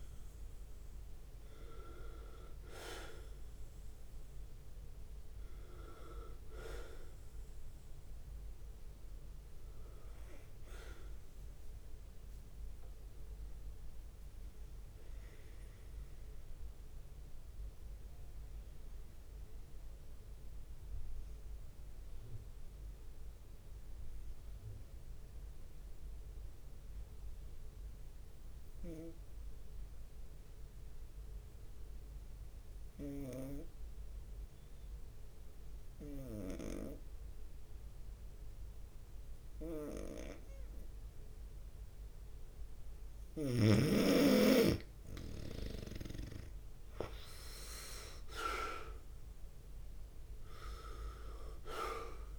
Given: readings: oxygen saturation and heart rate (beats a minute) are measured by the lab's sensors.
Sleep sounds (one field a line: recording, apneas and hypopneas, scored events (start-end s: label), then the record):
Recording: breathing in sleep by a room microphone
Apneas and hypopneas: 1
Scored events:
0.00-8.00 s: drop in pulse transit time (device-marked, heart rate 66 extreme)
0.00-20.00 s: oxygen desaturation (device-marked, oxygen 89% lowest, heart rate 64 extreme)
16.50-44.00 s: obstructive apnea (oxygen 96% before, 89% lowest, heart rate 68 before, 64 extreme, up 5 after)
42.00-52.39 s: oxygen desaturation (device-marked, oxygen 99% before, 94% lowest, heart rate 65 before, 66 extreme)
46.50-50.50 s: arousal
47.00-52.39 s: drop in pulse transit time (device-marked, heart rate 66 before, 67 extreme)
47.50-49.00 s: leg movement (device-marked)
From the record:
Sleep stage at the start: N2 (light sleep)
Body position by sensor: on the right side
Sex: male